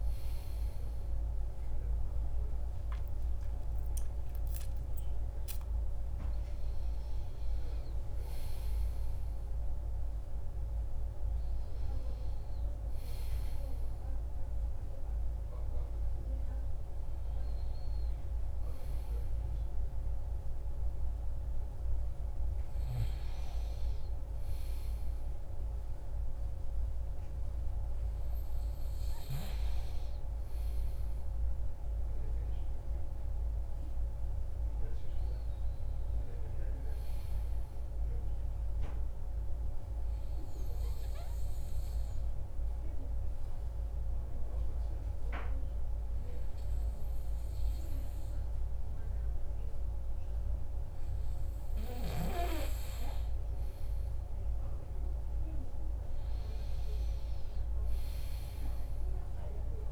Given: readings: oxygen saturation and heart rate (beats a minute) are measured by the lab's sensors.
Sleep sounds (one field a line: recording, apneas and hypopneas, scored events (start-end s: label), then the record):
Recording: breathing in sleep, hard to hear, by a room microphone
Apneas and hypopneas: 1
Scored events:
0.00-3.00 s: oxygen desaturation (device-marked, oxygen 88% lowest, heart rate 55 extreme)
30.00-59.92 s: new sleep stage, N2 (light sleep)
37.50-51.00 s: obstructive apnea (oxygen 99% before, 95% lowest, heart rate 65 before, 59 extreme, up 30 after)
53.50-57.50 s: arousal
From the record:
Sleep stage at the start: N1 (lightest sleep)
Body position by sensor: on the right side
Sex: male